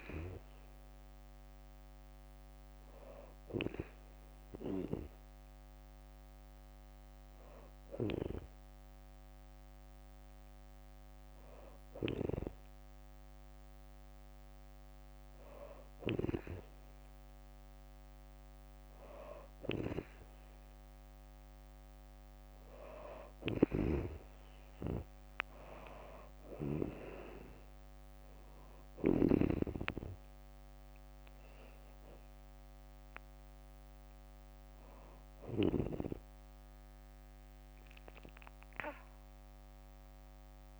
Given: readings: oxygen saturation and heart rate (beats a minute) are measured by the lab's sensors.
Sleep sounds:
breathing in sleep by a microphone on the trachea; none
23.00-29.00 s: snoring (device-marked)
24.00-26.00 s: long interval between heartbeats (device-marked, heart rate 65 before, 78 extreme)
24.00-27.50 s: arousal
25.00-39.00 s: drop in pulse transit time (device-marked, heart rate 65 before, 64 extreme)
From the record:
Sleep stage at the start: N2 (light sleep); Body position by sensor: on the back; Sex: female

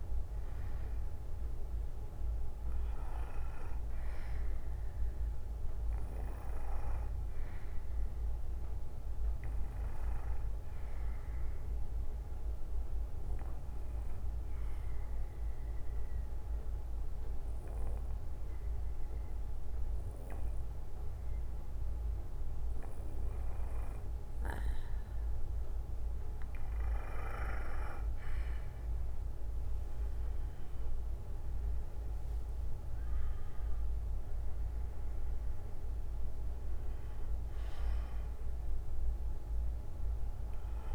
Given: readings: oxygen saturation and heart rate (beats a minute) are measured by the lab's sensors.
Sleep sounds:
breathing in sleep, hard to hear, by a room microphone; 1
0.00-2.50 s: arousal
1.50-3.50 s: bradycardia (device-marked, heart rate 60 before, 60 extreme)
9.50-11.50 s: bradycardia (device-marked, heart rate 60 before, 58 extreme)
13.50-25.00 s: obstructive apnea (oxygen 98% before, 92% lowest, heart rate 63 before, 53 extreme, up 11 after)
14.50-21.50 s: bradycardia (device-marked, heart rate 60 before, 56 extreme)
14.50-23.50 s: oxygen desaturation (device-marked, oxygen 98% before, 94% lowest, heart rate 63 before, 53 extreme)
31.00-34.50 s: arousal
35.50-40.95 s: oxygen desaturation (device-marked, oxygen 96% before, 92% lowest, heart rate 60 before, 48 extreme)
37.50-40.50 s: bradycardia (device-marked, heart rate 60 before, 61 extreme)
From the record:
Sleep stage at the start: N2 (light sleep); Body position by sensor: on the back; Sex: male

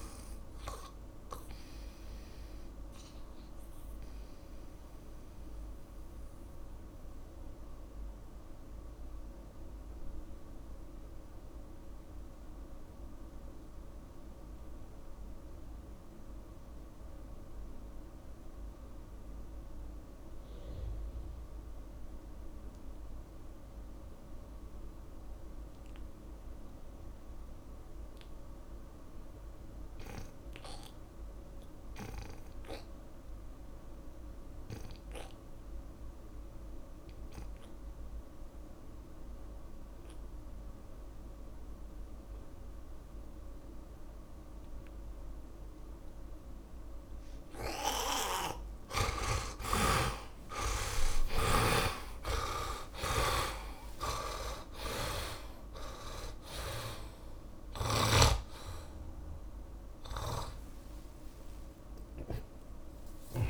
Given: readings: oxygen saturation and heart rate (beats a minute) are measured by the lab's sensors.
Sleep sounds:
breathing in sleep by a room microphone; 1
0.00-19.50 s: oxygen desaturation (device-marked, oxygen 77% lowest)
1.50-47.00 s: mixed apnea (oxygen 100% before, 72% lowest)
27.50-63.50 s: oxygen desaturation (device-marked, oxygen 100% before, 72% lowest)
48.50-52.00 s: snoring (device-marked)
48.50-63.50 s: new sleep stage, awake
From the record:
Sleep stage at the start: N2 (light sleep); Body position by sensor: on the back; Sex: male

